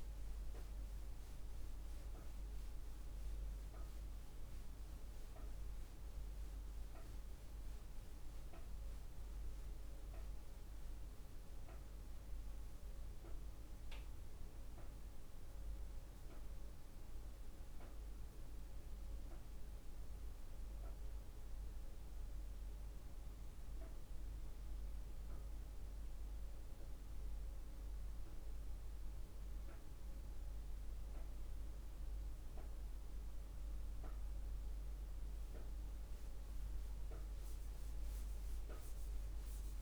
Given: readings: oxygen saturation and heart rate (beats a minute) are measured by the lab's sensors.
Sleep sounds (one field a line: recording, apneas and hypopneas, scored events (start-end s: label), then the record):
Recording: breathing in sleep, hard to hear, by a room microphone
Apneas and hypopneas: 1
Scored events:
19.50-30.50 s: central apnea (oxygen 98% before, 94% lowest, heart rate 59 before, 48 extreme, up 1 after)
35.00-39.50 s: arousal
From the record:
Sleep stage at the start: N2 (light sleep)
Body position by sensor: on the back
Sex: female